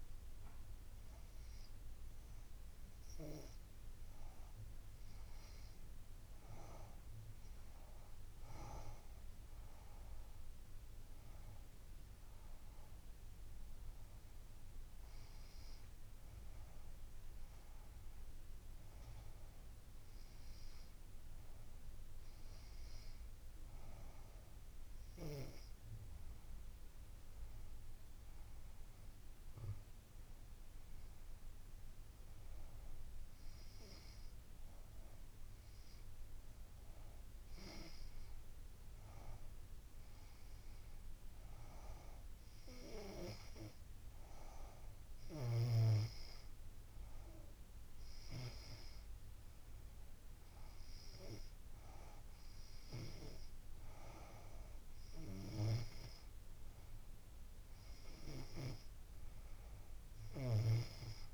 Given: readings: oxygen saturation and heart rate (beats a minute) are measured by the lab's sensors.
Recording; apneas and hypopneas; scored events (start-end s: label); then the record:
breathing in sleep by a room microphone; none
none scored
From the record:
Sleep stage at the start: N2 (light sleep); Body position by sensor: on the back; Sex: female